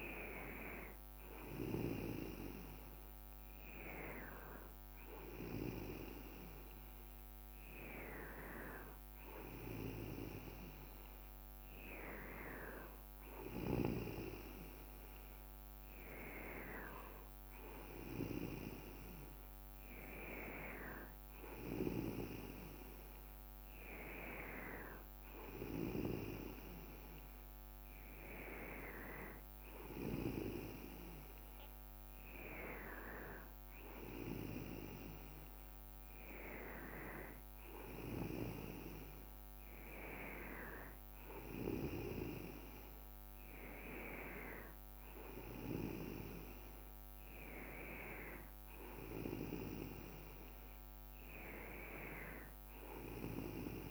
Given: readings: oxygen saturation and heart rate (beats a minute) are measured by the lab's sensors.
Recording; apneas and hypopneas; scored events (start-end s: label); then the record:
breathing in sleep by a microphone on the trachea; none
none scored
From the record:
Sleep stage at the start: N2 (light sleep); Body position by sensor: on the back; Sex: male